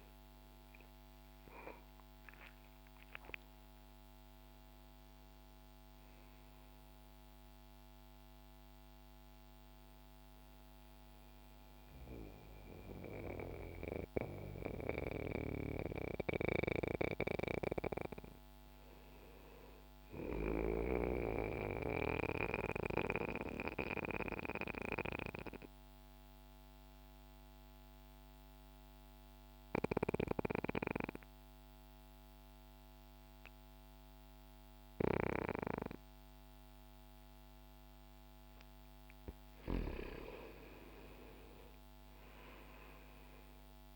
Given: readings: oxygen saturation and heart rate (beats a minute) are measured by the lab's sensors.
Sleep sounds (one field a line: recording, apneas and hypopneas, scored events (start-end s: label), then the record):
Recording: breathing in sleep by a microphone on the trachea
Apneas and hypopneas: 1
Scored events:
0.00-5.50 s: oxygen desaturation (device-marked, oxygen 85% lowest, heart rate 60 extreme)
21.50-37.00 s: obstructive apnea (oxygen 98% before, 86% lowest, heart rate 66 before, 59 extreme, up 1 after)
31.50-43.96 s: oxygen desaturation (device-marked, oxygen 98% before, 86% lowest, heart rate 62 before, 59 extreme)
39.50-43.96 s: arousal
From the record:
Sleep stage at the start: N2 (light sleep)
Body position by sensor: on the back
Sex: male